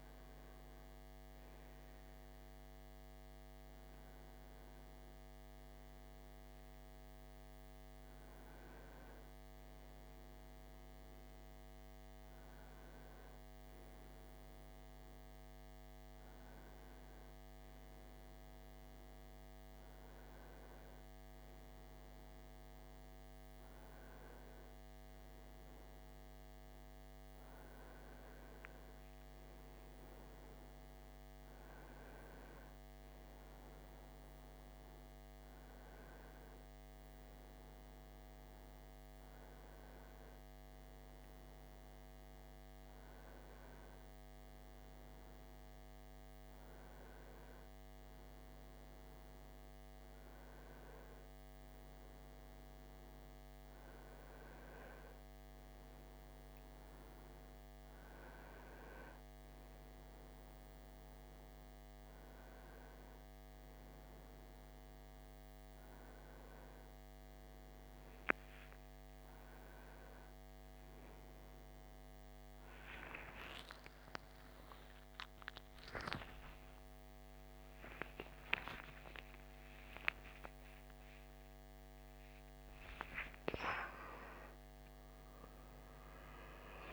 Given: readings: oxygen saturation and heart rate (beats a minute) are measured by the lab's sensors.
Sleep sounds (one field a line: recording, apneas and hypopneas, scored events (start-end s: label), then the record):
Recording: breathing in sleep by a microphone on the trachea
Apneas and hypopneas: none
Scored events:
0.00-10.00 s: oxygen desaturation (device-marked, oxygen 90% lowest, heart rate 61 extreme)
76.00-86.93 s: new sleep stage, awake
From the record:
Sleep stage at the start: N1 (lightest sleep)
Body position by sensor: on the right side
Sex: male